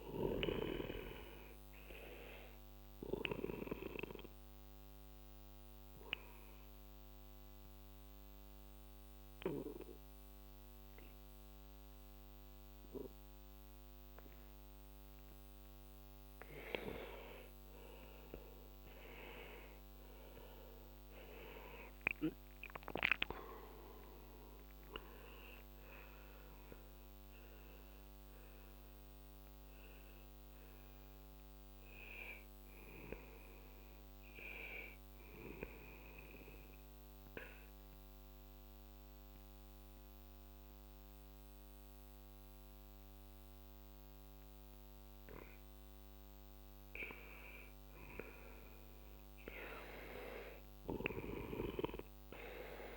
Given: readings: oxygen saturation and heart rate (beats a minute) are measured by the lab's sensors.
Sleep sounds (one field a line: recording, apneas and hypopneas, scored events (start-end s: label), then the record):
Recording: breathing in sleep by a microphone on the trachea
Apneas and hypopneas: 2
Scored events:
5.50-17.00 s: obstructive apnea (oxygen 95% before, 91% lowest, heart rate 55 before, 45 extreme, up 11 after)
19.00-22.50 s: arousal
21.50-43.50 s: oxygen desaturation (device-marked, oxygen 96% before, 91% lowest, heart rate 54 before, 45 extreme)
36.50-47.50 s: obstructive apnea (oxygen 96% before, 91% lowest, heart rate 58 before, 45 extreme, up 13 after)
49.50-52.97 s: arousal
From the record:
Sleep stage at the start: N2 (light sleep)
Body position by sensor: on the back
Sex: male